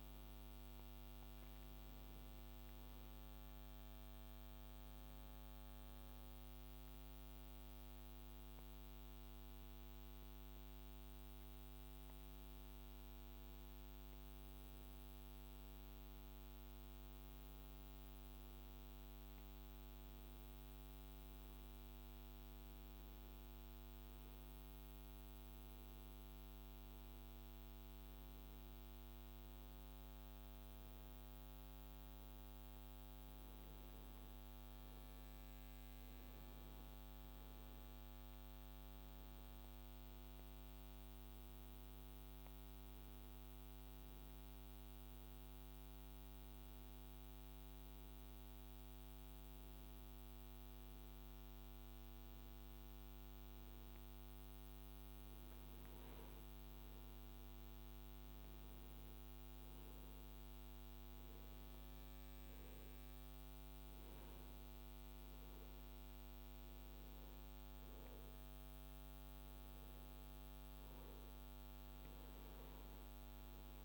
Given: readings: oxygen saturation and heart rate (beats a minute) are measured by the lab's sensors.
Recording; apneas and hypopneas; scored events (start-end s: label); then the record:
breathing in sleep, hard to hear, by a microphone on the trachea; none
25.50-73.85 s: new sleep stage, N2 (light sleep)
From the record:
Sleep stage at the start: N1 (lightest sleep); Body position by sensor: on the right side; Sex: male